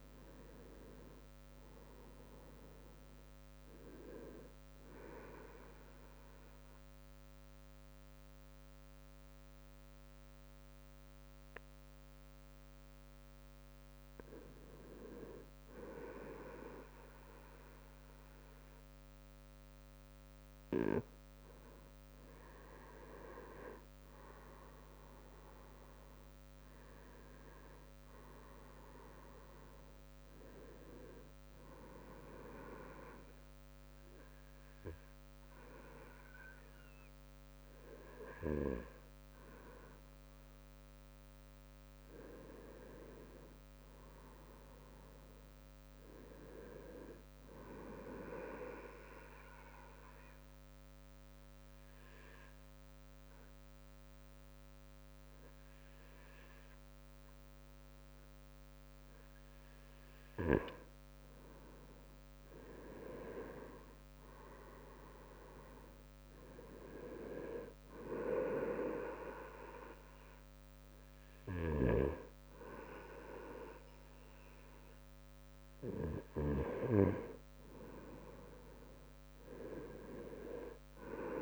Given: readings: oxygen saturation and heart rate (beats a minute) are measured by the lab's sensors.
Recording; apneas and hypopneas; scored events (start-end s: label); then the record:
breathing in sleep by a microphone on the trachea; 3
0.00-1.50 s: arousal
4.50-14.50 s: central apnea (oxygen 97% before, 94% lowest, heart rate 67 before, 56 extreme, up 8 after)
21.50-26.00 s: arousal
32.00-43.00 s: obstructive apnea (oxygen 97% before, 94% lowest, heart rate 64 before, 57 extreme, up 6 after)
49.50-60.50 s: obstructive apnea (oxygen 97% before, 94% lowest, heart rate 64 before, 58 extreme, up 12 after)
63.00-66.50 s: arousal
From the record:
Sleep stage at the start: N2 (light sleep); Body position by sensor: on the right side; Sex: male